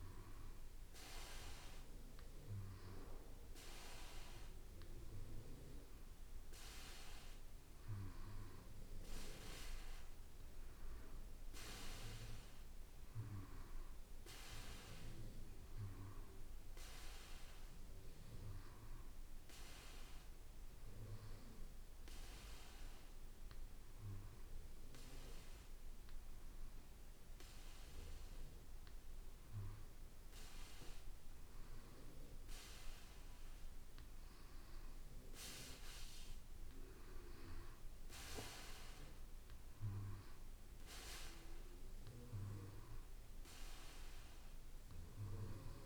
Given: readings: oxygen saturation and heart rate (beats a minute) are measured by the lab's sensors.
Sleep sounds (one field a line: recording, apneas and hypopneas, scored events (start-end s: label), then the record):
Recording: breathing in sleep by a room microphone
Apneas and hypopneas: none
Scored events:
31.00-33.00 s: long interval between heartbeats (device-marked, heart rate 58 before, 83 extreme)
From the record:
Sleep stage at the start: N2 (light sleep)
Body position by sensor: on the back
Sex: male